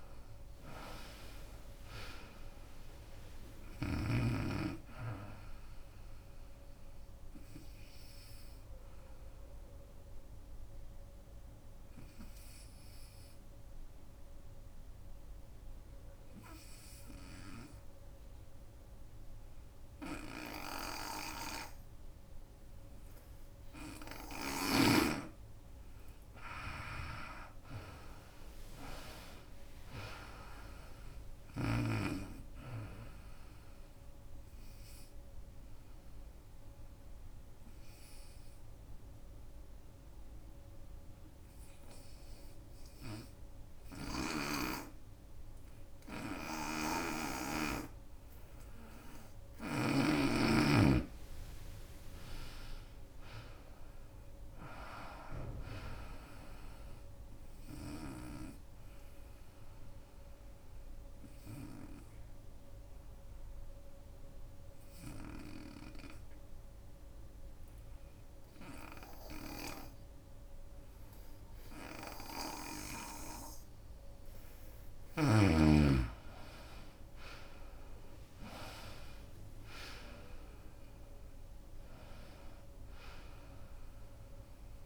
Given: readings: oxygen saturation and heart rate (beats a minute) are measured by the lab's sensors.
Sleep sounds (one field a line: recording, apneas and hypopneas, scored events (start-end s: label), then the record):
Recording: breathing in sleep by a room microphone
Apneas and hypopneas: 3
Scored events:
0.00-2.00 s: arousal
0.00-10.00 s: drop in pulse transit time (device-marked, heart rate 76 extreme)
0.00-20.00 s: oxygen desaturation (device-marked, oxygen 85% lowest, heart rate 65 extreme)
9.50-24.50 s: obstructive apnea (oxygen 96% before, 85% lowest, heart rate 80 before, 68 extreme, up 19 after)
26.00-37.00 s: drop in pulse transit time (device-marked, heart rate 75 before, 77 extreme)
26.00-50.00 s: oxygen desaturation (device-marked, oxygen 95% before, 85% lowest, heart rate 75 before, 68 extreme)
26.50-30.00 s: arousal
36.00-49.50 s: obstructive apnea (oxygen 95% before, 84% lowest, heart rate 80 before, 69 extreme, up 23 after)
51.00-55.00 s: arousal
51.00-62.00 s: drop in pulse transit time (device-marked, heart rate 78 before, 76 extreme)
52.00-73.00 s: oxygen desaturation (device-marked, oxygen 95% before, 87% lowest, heart rate 77 before, 65 extreme)
60.00-74.50 s: obstructive apnea (oxygen 95% before, 84% lowest, heart rate 80 before, 65 extreme, up 23 after)
73.00-75.00 s: long interval between heartbeats (device-marked, heart rate 79 before, 75 extreme)
76.00-80.00 s: arousal
76.00-84.86 s: drop in pulse transit time (device-marked, heart rate 77 before, 77 extreme)
82.00-84.86 s: oxygen desaturation (device-marked, oxygen 94% before, 84% lowest, heart rate 77 before, 64 extreme)
From the record:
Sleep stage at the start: N2 (light sleep)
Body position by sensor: on the right side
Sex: female